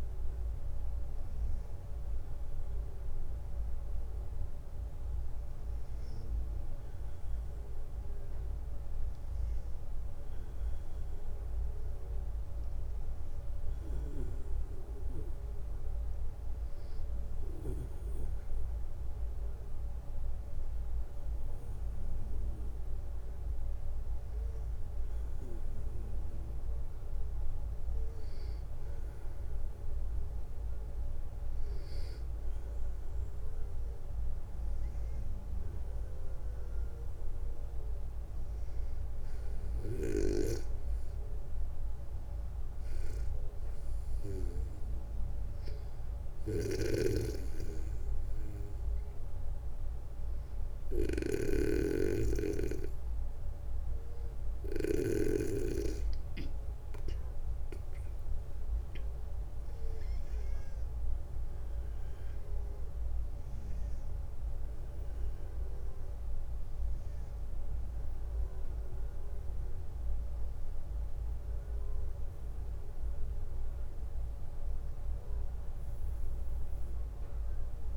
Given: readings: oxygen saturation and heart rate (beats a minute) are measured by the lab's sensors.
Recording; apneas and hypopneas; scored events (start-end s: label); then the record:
a person partly awake in a sleep study, by a room microphone; none
1.50-77.97 s: new sleep stage, N2 (light sleep)
45.50-54.50 s: snoring (device-marked)
57.00-61.00 s: arousal
From the record:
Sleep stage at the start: awake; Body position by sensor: on the back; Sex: male